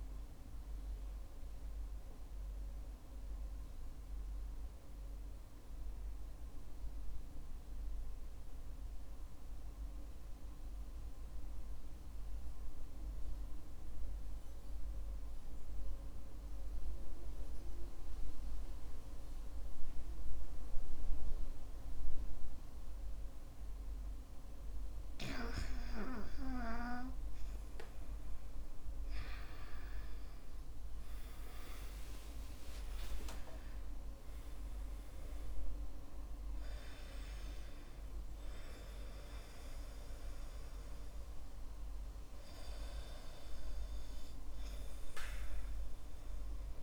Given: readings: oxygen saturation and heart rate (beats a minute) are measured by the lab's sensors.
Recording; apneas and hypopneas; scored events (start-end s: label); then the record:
breathing in sleep by a room microphone; 1
0.00-18.50 s: oxygen desaturation (device-marked, oxygen 91% lowest, heart rate 48 extreme)
1.00-22.00 s: obstructive apnea (oxygen 99% before, 91% lowest, heart rate 54 before, 48 extreme, up 3 after)
29.00-33.00 s: arousal
From the record:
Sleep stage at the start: REM sleep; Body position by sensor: on the back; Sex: male